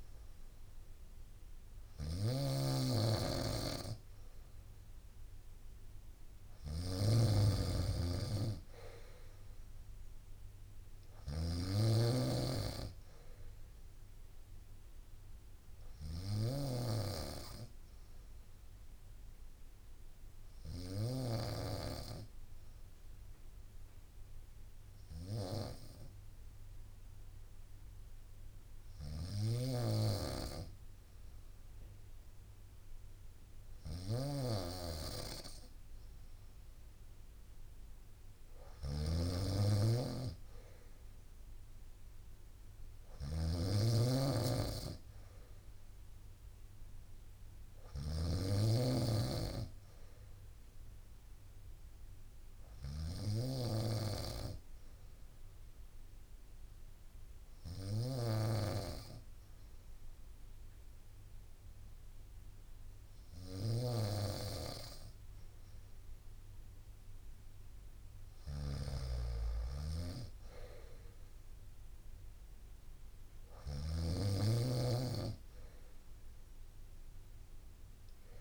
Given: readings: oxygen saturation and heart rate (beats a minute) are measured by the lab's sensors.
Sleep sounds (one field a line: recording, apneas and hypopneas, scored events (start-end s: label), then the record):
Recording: breathing in sleep by a room microphone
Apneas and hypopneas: 2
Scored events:
0.00-1.00 s: arousal
0.00-73.50 s: snoring (device-marked)
3.00-5.00 s: long interval between heartbeats (device-marked, heart rate 62 before, 70 extreme)
4.00-15.00 s: drop in pulse transit time (device-marked, heart rate 62 before, 63 extreme)
11.50-13.50 s: long interval between heartbeats (device-marked, heart rate 65 before, 82 extreme)
15.50-17.50 s: long interval between heartbeats (device-marked, heart rate 69 before, 90 extreme)
17.50-33.50 s: hypopnea (oxygen 94% before, 92% lowest, heart rate 72 before, 61 extreme, up 15 after)
33.00-35.00 s: long interval between heartbeats (device-marked, heart rate 72 before, 71 extreme)
36.00-40.50 s: arousal
38.00-40.00 s: long interval between heartbeats (device-marked, heart rate 69 before, 72 extreme)
43.50-45.50 s: long interval between heartbeats (device-marked, heart rate 71 before, 82 extreme)
47.50-49.50 s: long interval between heartbeats (device-marked, heart rate 74 before, 95 extreme)
54.50-67.00 s: obstructive apnea (oxygen 95% before, 93% lowest, heart rate 82 before, 60 extreme, up 28 after)
58.00-60.00 s: long interval between heartbeats (device-marked, heart rate 85 before, 85 extreme)
60.00-62.00 s: long interval between heartbeats (device-marked, heart rate 86 before, 87 extreme)
63.00-65.00 s: long interval between heartbeats (device-marked, heart rate 88 before, 79 extreme)
66.00-68.00 s: long interval between heartbeats (device-marked, heart rate 88 before, 81 extreme)
68.50-70.50 s: long interval between heartbeats (device-marked, heart rate 88 before, 98 extreme)
69.50-74.00 s: arousal
73.50-75.50 s: long interval between heartbeats (device-marked, heart rate 90 before, 79 extreme)
From the record:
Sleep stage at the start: N2 (light sleep)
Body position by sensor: on the right side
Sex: female